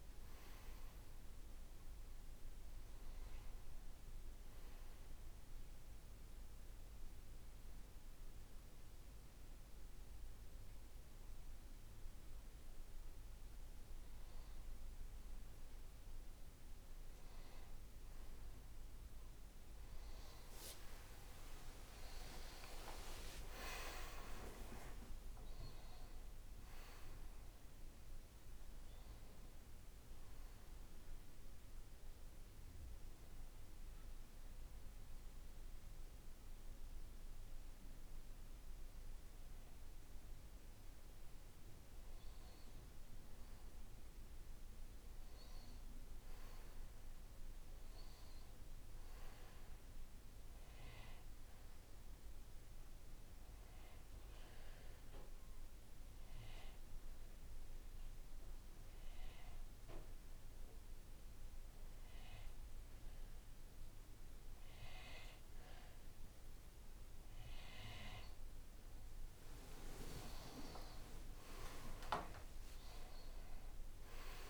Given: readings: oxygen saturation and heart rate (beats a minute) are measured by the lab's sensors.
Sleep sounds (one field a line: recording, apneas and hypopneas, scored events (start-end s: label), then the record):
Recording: a person partly awake in a sleep study, by a room microphone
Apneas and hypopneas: 2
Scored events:
0.00-14.50 s: oxygen desaturation (device-marked, oxygen 92% lowest, heart rate 54 extreme)
2.50-32.50 s: new sleep stage, N1 (lightest sleep)
21.50-25.50 s: arousal
31.00-43.00 s: hypopnea (oxygen 96% before, 91% lowest, heart rate 62 before, 55 extreme, up 5 after)
32.50-74.50 s: new sleep stage, N2 (light sleep)
44.50-49.50 s: arousal
48.50-60.50 s: oxygen desaturation (device-marked, oxygen 96% before, 91% lowest, heart rate 61 before, 56 extreme)
54.50-66.50 s: hypopnea (oxygen 96% before, 91% lowest, heart rate 59 before, 56 extreme, up 27 after)
70.00-74.50 s: arousal
71.00-73.00 s: long interval between heartbeats (device-marked, heart rate 57 before, 71 extreme)
From the record:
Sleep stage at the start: awake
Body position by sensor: on the right side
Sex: male